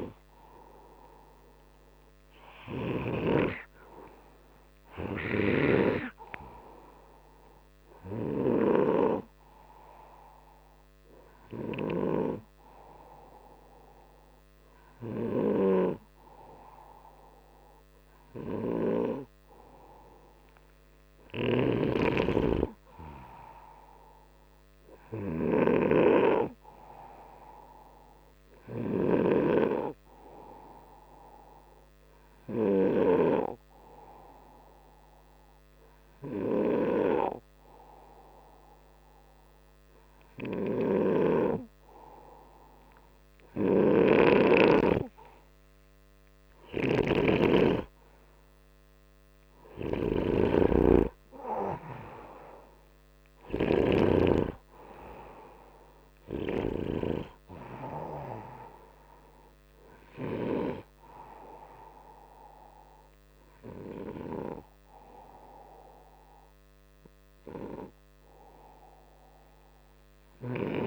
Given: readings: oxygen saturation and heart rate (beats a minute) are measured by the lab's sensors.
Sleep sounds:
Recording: breathing in sleep by a microphone on the trachea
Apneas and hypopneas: none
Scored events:
21.00-33.00 s: snoring (device-marked)
40.50-57.00 s: snoring (device-marked)
From the record:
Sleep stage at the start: N2 (light sleep)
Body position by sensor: upright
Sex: male

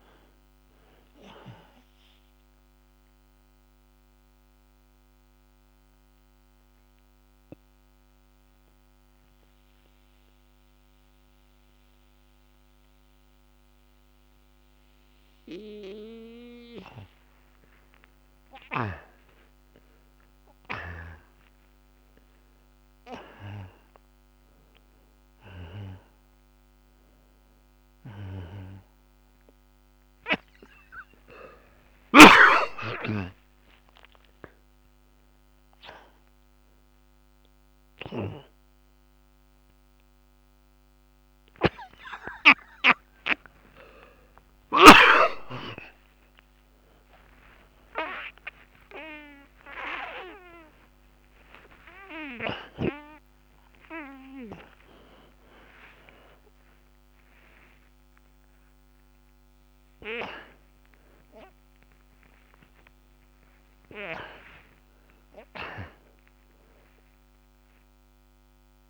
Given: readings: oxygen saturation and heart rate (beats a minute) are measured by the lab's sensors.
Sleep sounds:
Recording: a person partly awake in a sleep study, by a microphone on the trachea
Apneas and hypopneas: 1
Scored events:
0.00-4.00 s: oxygen desaturation (device-marked, oxygen 93% lowest)
2.50-17.00 s: mixed apnea (oxygen 98% before, 82% lowest)
13.00-30.00 s: oxygen desaturation (device-marked, oxygen 99% before, 92% lowest)
18.50-22.00 s: arousal
32.00-47.00 s: oxygen desaturation (device-marked, oxygen 95% before, 82% lowest)
40.00-68.90 s: new sleep stage, awake
From the record:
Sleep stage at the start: N1 (lightest sleep)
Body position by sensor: on the back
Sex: male

